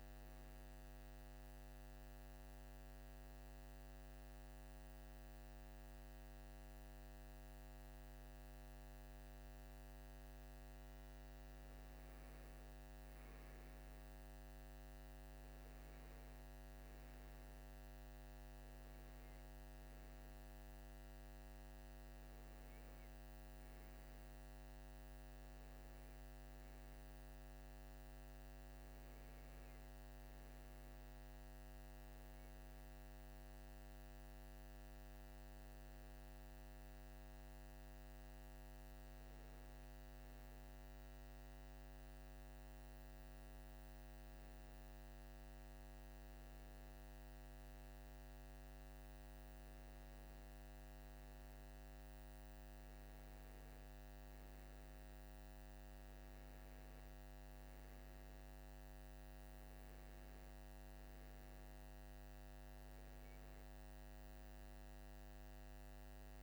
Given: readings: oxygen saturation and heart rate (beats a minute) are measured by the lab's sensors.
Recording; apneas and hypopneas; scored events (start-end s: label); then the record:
breathing in sleep, hard to hear, by a microphone on the trachea; none
none scored
From the record:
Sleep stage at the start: N2 (light sleep); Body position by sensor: on the right side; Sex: male